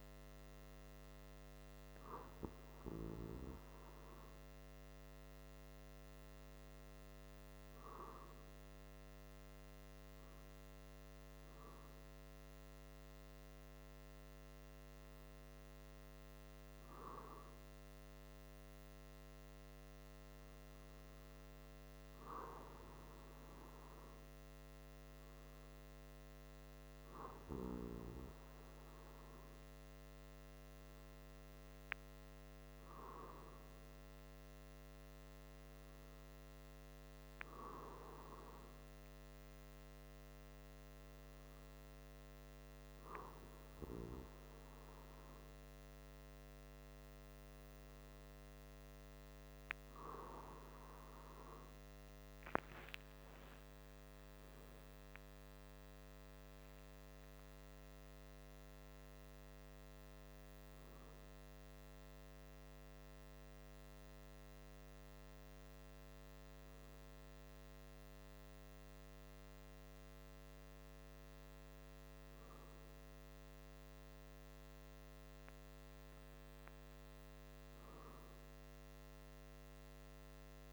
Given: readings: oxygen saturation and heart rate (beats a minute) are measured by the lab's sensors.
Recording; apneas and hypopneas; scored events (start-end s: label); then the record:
breathing in sleep by a microphone on the trachea; none
none scored
From the record:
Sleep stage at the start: N2 (light sleep); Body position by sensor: on the back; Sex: male